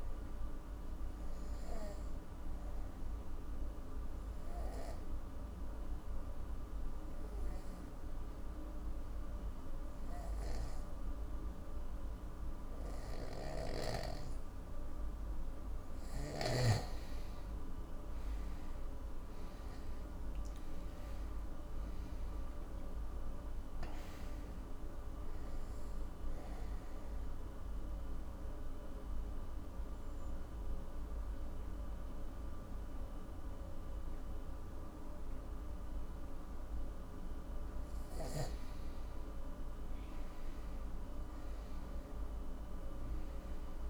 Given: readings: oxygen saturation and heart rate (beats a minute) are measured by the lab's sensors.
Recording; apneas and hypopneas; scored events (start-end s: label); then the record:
breathing in sleep, hard to hear, by a room microphone; 2
0.00-13.50 s: oxygen desaturation (device-marked, oxygen 91% lowest, heart rate 49 extreme)
1.50-14.50 s: obstructive apnea (oxygen 98% before, 88% lowest, heart rate 59 before, 49 extreme, up 22 after)
18.00-22.50 s: arousal
20.50-40.50 s: oxygen desaturation (device-marked, oxygen 97% before, 88% lowest, heart rate 56 before, 49 extreme)
26.50-37.50 s: obstructive apnea (oxygen 98% before, 88% lowest, heart rate 61 before, 49 extreme, up 21 after)
39.50-43.50 s: arousal
From the record:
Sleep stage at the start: N2 (light sleep); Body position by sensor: on the back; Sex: male